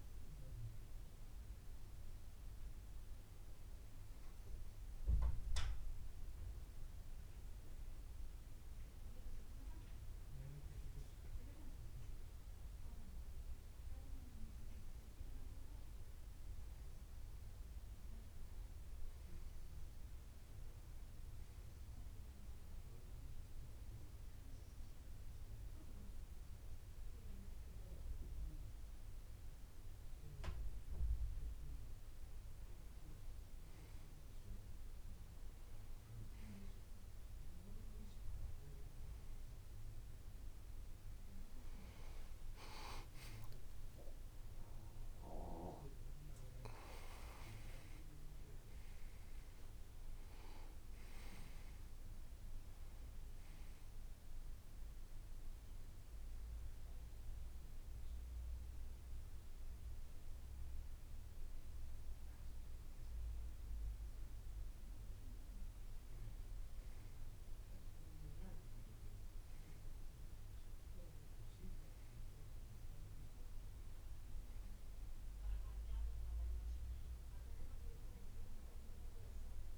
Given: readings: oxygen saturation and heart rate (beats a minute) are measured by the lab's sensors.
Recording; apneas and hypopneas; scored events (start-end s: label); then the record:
breathing in sleep by a room microphone; none
44.00-48.00 s: arousal
From the record:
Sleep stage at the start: N2 (light sleep); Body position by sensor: on the back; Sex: male